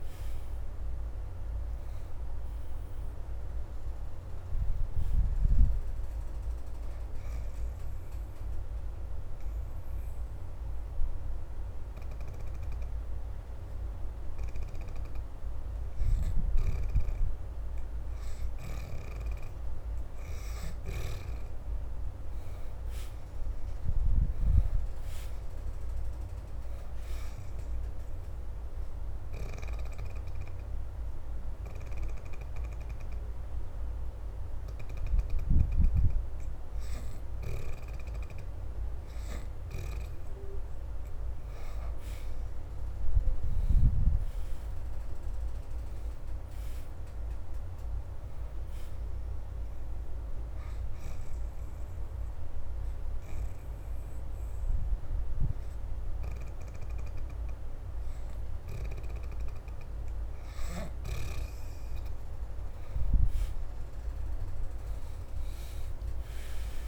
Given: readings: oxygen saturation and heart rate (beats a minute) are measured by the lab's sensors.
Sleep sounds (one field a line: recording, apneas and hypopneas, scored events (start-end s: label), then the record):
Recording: breathing in sleep by a room microphone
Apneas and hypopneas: 3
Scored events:
0.00-1.00 s: arousal
0.00-2.00 s: oxygen desaturation (device-marked, oxygen 71% lowest, heart rate 74 extreme)
4.00-24.00 s: oxygen desaturation (device-marked, oxygen 80% before, 63% lowest, heart rate 78 before, 75 extreme)
7.50-17.50 s: obstructive apnea (oxygen 82% before, 63% lowest, heart rate 78 before, 75 extreme, up 5 after)
20.50-24.50 s: arousal
27.50-38.00 s: obstructive apnea (oxygen 82% before, 65% lowest, heart rate 79 before, 76 extreme, up 1 after)
29.00-47.00 s: oxygen desaturation (device-marked, oxygen 82% before, 65% lowest, heart rate 79 before, 76 extreme)
41.50-45.00 s: arousal
49.00-66.88 s: oxygen desaturation (device-marked, oxygen 80% before, 65% lowest, heart rate 80 before, 72 extreme)
51.00-61.50 s: obstructive apnea (oxygen 82% before, 65% lowest, heart rate 80 before, 72 extreme, up 4 after)
63.50-66.88 s: arousal
From the record:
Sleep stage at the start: N2 (light sleep)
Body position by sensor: upright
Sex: female